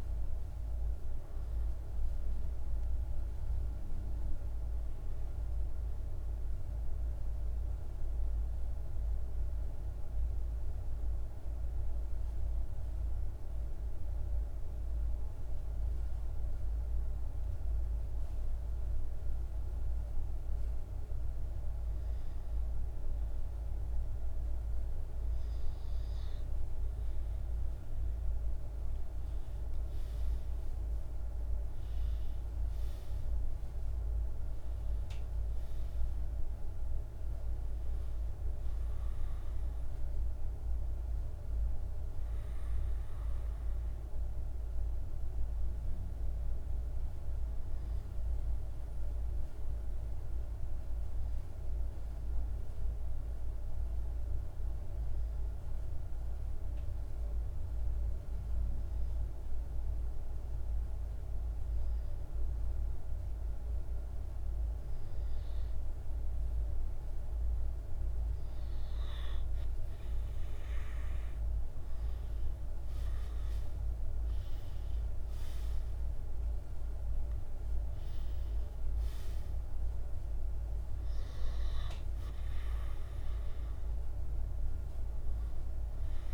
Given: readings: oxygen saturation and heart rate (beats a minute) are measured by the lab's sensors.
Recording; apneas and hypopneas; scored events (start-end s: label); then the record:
breathing in sleep, hard to hear, by a room microphone; 2
0.00-5.00 s: oxygen desaturation (device-marked, oxygen 91% lowest, heart rate 48 extreme)
5.50-16.50 s: central apnea (oxygen 98% before, 93% lowest, heart rate 128 before, 38 extreme, up 3 after)
18.50-21.50 s: arousal
24.00-54.00 s: oxygen desaturation (device-marked, oxygen 99% before, 93% lowest)
29.00-86.34 s: new sleep stage, N2 (light sleep)
48.00-64.00 s: obstructive apnea (oxygen 98% before, 93% lowest)
69.00-86.34 s: oxygen desaturation (device-marked, oxygen 98% before, 93% lowest)
70.50-76.50 s: arousal
From the record:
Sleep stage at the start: N1 (lightest sleep); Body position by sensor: on the right side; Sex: male